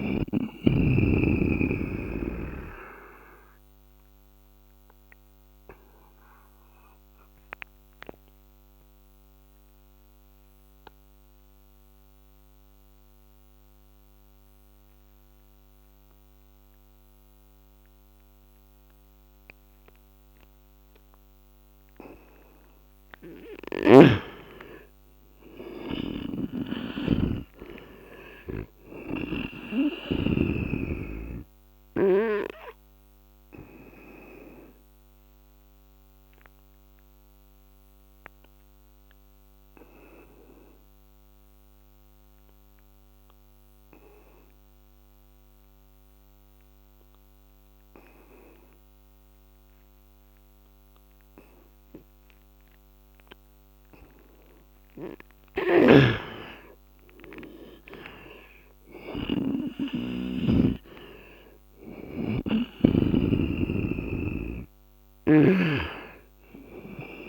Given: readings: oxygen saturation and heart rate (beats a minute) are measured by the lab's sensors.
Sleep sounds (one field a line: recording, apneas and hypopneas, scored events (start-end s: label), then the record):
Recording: breathing in sleep by a microphone on the trachea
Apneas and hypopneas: 2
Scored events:
4.00-21.00 s: obstructive apnea (oxygen 95% before, 89% lowest, heart rate 75 before, 67 extreme, up 8 after)
23.50-27.00 s: arousal
25.50-29.00 s: snoring (device-marked)
34.50-54.00 s: obstructive apnea (oxygen 96% before, 88% lowest, heart rate 74 before, 68 extreme, up 11 after)
44.50-55.50 s: oxygen desaturation (device-marked, oxygen 95% before, 89% lowest, heart rate 75 before, 67 extreme)
55.00-65.00 s: snoring (device-marked)
57.00-61.50 s: arousal
From the record:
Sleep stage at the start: N2 (light sleep)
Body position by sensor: on the right side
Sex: male